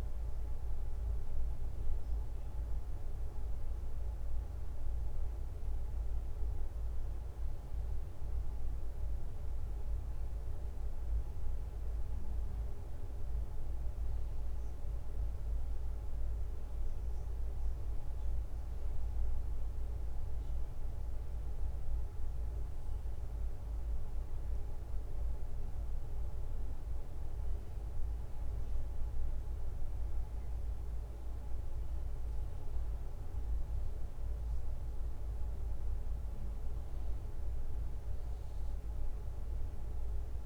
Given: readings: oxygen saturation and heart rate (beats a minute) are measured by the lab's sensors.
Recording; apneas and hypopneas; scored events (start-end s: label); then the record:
breathing in sleep, hard to hear, by a room microphone; 1
22.00-33.50 s: hypopnea (oxygen 98% before, 92% lowest, heart rate 69 before, 68 extreme, up 3 after)
37.50-40.46 s: arousal
From the record:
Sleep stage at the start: N2 (light sleep); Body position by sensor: on the right side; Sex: male